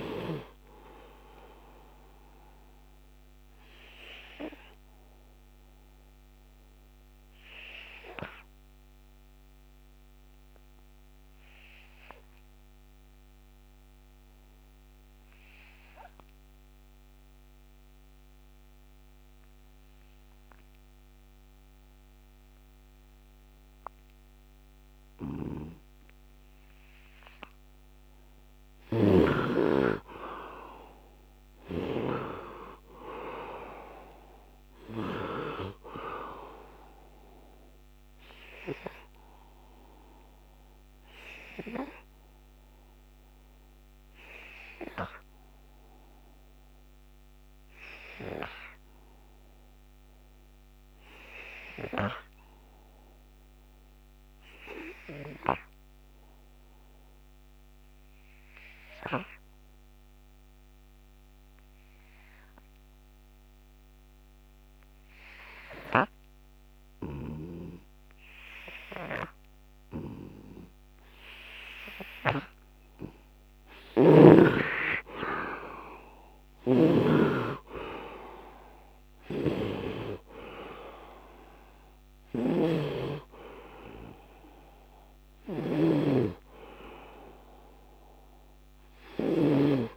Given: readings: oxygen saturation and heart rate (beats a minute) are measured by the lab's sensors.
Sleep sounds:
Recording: breathing in sleep by a microphone on the trachea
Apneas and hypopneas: 2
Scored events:
0.00-12.00 s: oxygen desaturation (device-marked, oxygen 63% lowest, heart rate 70 extreme)
2.50-29.00 s: obstructive apnea (oxygen 82% before, 63% lowest, heart rate 78 before, 69 extreme, up 10 after)
21.00-51.00 s: oxygen desaturation (device-marked, oxygen 100% before, 71% lowest, heart rate 75 before, 69 extreme)
28.50-32.00 s: snoring (device-marked)
31.00-34.00 s: arousal
38.00-74.50 s: obstructive apnea (oxygen 100% before, 71% lowest, heart rate 79 before, 69 extreme, up 48 after)
60.00-89.97 s: oxygen desaturation (device-marked, oxygen 99% before, 73% lowest, heart rate 72 before, 76 extreme)
66.50-72.00 s: snoring (device-marked)
76.50-81.00 s: arousal
79.00-89.50 s: snoring (device-marked)
From the record:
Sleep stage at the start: N2 (light sleep)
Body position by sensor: on the right side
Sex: male

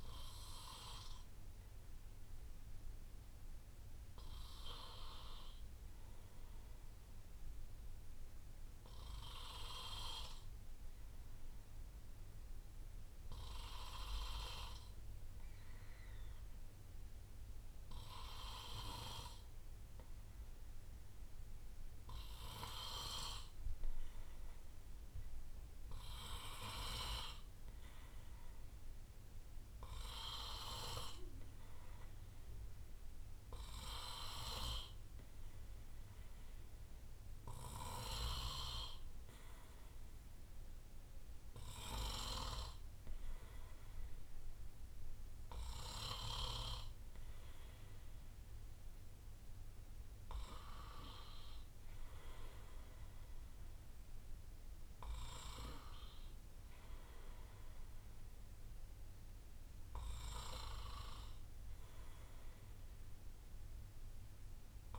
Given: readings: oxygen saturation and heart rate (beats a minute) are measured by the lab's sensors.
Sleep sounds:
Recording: breathing in sleep by a room microphone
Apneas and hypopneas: 1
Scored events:
3.00-6.00 s: arousal
9.50-27.00 s: obstructive apnea (oxygen 99% before, 94% lowest, heart rate 62 before, 61 extreme, up 6 after)
29.00-33.00 s: arousal
61.50-64.99 s: arousal
From the record:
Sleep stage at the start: N2 (light sleep)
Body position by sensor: on the right side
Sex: male

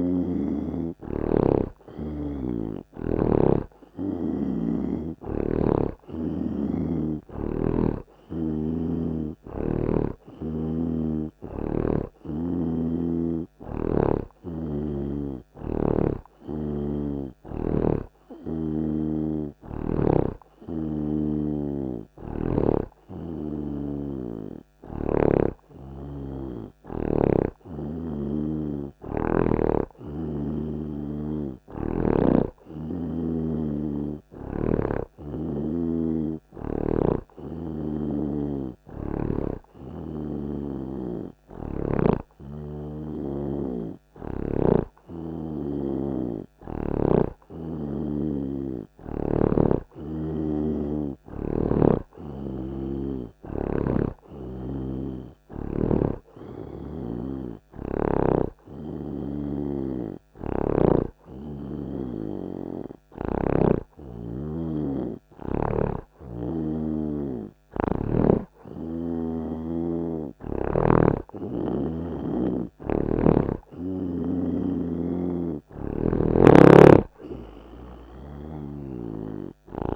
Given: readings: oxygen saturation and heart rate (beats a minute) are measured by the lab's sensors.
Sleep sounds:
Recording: breathing in sleep by a microphone on the trachea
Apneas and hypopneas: none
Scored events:
0.00-3.00 s: oxygen desaturation (device-marked, oxygen 84% lowest)
17.00-20.50 s: snoring (device-marked)
40.00-43.50 s: snoring (device-marked)
60.50-64.00 s: snoring (device-marked)
66.00-69.50 s: snoring (device-marked)
78.00-79.96 s: oxygen desaturation (device-marked, oxygen 88% before, 85% lowest)
From the record:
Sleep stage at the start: N2 (light sleep)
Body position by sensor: on the right side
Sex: male

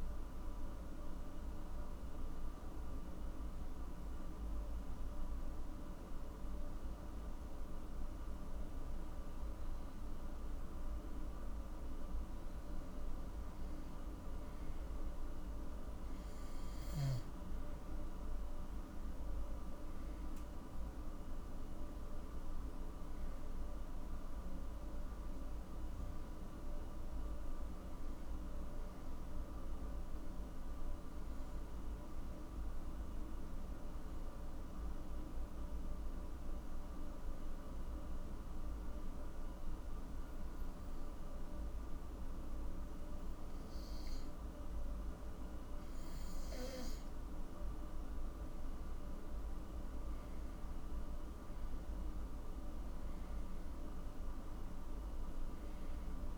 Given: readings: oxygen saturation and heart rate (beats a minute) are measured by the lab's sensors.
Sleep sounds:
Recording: breathing in sleep, hard to hear, by a room microphone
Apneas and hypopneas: 2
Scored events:
0.00-14.50 s: oxygen desaturation (device-marked, oxygen 91% lowest, heart rate 48 extreme)
1.50-12.50 s: obstructive apnea (oxygen 96% before, 91% lowest, heart rate 70 before, 48 extreme, up 10 after)
16.50-20.50 s: arousal
22.50-40.50 s: oxygen desaturation (device-marked, oxygen 98% before, 94% lowest, heart rate 57 before, 48 extreme)
33.50-47.00 s: obstructive apnea (oxygen 98% before, 92% lowest, heart rate 56 before, 48 extreme, up 13 after)
50.00-54.50 s: arousal
51.50-56.38 s: oxygen desaturation (device-marked, oxygen 97% before, 92% lowest, heart rate 54 before, 48 extreme)
From the record:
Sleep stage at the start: N2 (light sleep)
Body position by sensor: on the back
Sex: male

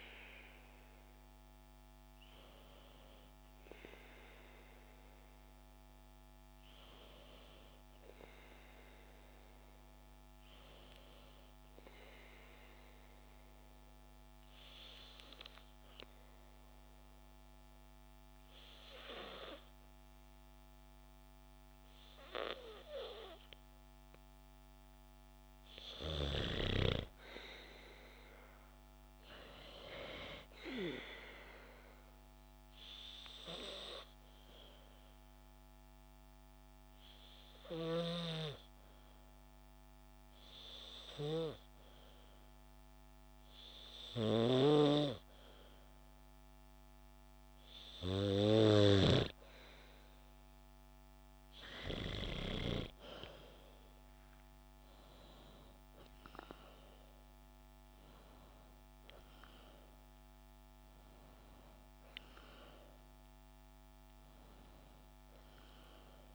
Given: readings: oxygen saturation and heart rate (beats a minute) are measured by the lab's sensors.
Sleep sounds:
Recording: breathing in sleep by a microphone on the trachea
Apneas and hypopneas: 2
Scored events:
11.00-24.00 s: obstructive apnea (oxygen 97% before, 93% lowest, heart rate 71 before, 70 extreme, up 4 after)
26.00-29.50 s: arousal
32.00-47.00 s: obstructive apnea (oxygen 97% before, 93% lowest, heart rate 73 before, 69 extreme, up 2 after)
51.00-55.00 s: arousal
From the record:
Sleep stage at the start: N2 (light sleep)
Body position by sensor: on the back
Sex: female

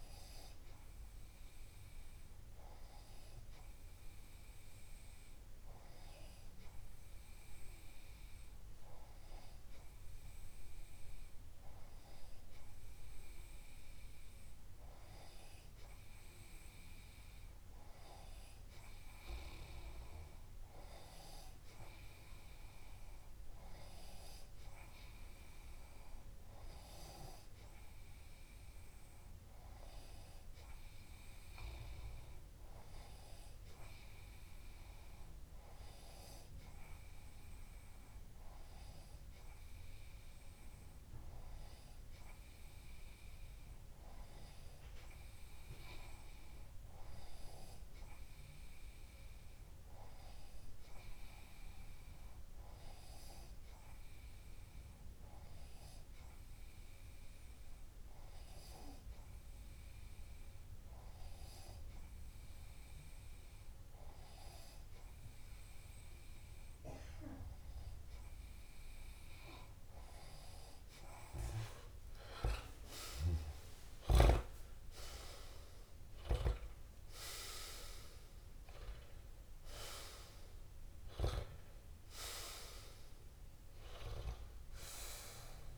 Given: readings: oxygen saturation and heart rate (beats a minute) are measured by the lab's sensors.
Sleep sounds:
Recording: breathing in sleep by a room microphone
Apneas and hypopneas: 1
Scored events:
54.00-68.00 s: hypopnea (oxygen 98% before, 94% lowest)
73.00-76.50 s: arousal
From the record:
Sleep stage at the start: N2 (light sleep)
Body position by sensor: on the left side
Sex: male

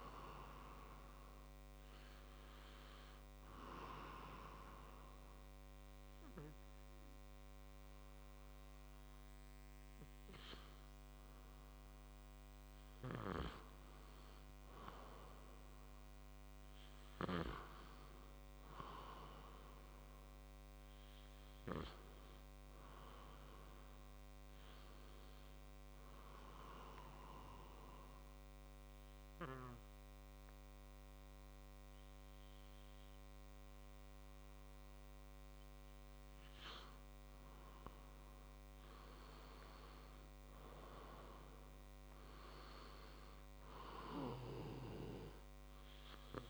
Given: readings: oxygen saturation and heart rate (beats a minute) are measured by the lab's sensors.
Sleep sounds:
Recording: breathing in sleep by a microphone on the trachea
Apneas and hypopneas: 2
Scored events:
3.50-14.50 s: obstructive apnea (oxygen 97% before, 93% lowest, heart rate 61 before, 60 extreme, up 4 after)
16.50-20.00 s: arousal
26.50-37.00 s: obstructive apnea (oxygen 96% before, 93% lowest, heart rate 62 before, 59 extreme, up 3 after)
39.00-42.50 s: arousal
41.50-46.50 s: oxygen desaturation (device-marked, oxygen 96% before, 93% lowest, heart rate 61 before, 58 extreme)
From the record:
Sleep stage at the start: N2 (light sleep)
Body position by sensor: on the back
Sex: male

